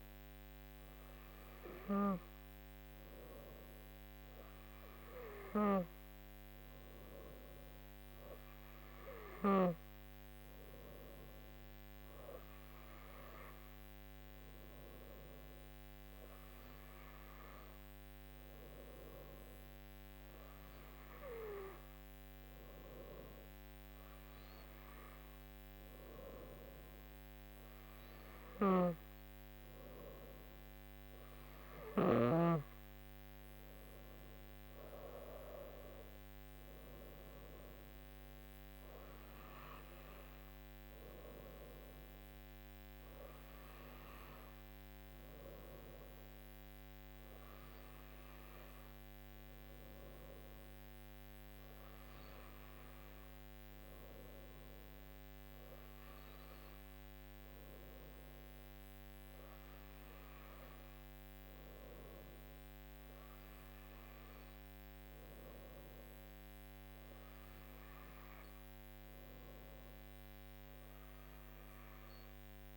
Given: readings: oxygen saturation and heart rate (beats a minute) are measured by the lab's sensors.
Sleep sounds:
breathing in sleep by a microphone on the trachea; none
none scored
From the record:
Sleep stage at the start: N2 (light sleep); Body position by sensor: on the right side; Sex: female

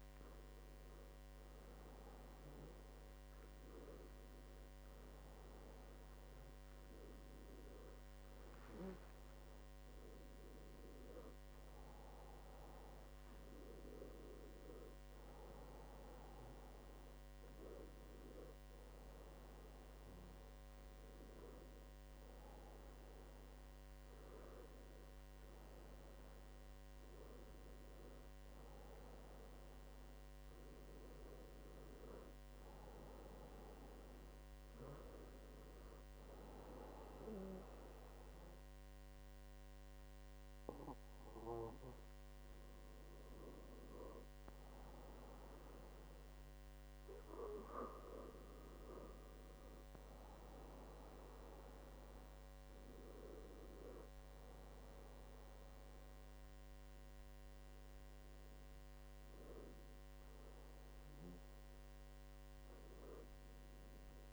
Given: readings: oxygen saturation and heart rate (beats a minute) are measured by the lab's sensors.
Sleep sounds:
breathing in sleep by a microphone on the trachea; none
none scored
From the record:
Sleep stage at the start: N2 (light sleep); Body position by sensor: on the back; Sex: male

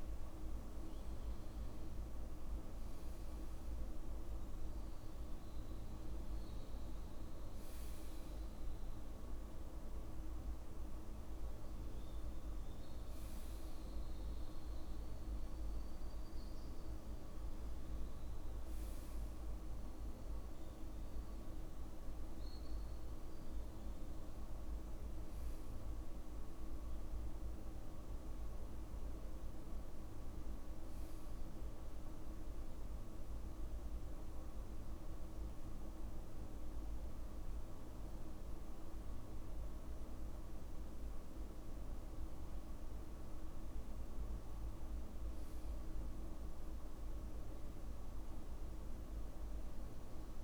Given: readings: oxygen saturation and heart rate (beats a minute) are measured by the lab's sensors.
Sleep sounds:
breathing in sleep, hard to hear, by a room microphone; none
4.00-9.00 s: arousal
From the record:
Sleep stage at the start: N2 (light sleep); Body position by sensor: on the back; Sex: male

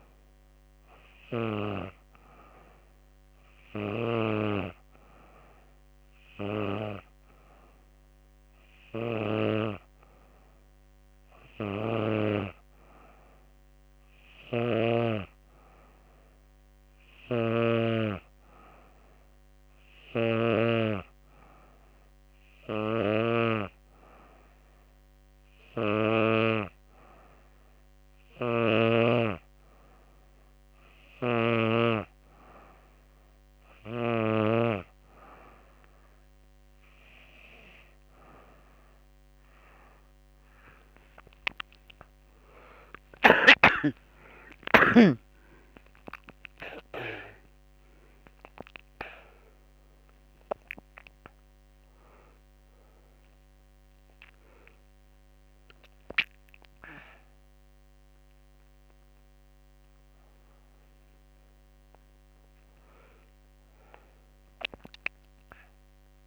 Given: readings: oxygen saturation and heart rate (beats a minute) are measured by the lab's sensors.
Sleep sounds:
breathing in sleep by a microphone on the trachea; none
16.00-19.50 s: snoring (device-marked)
From the record:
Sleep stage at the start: N2 (light sleep); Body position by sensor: on the back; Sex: female

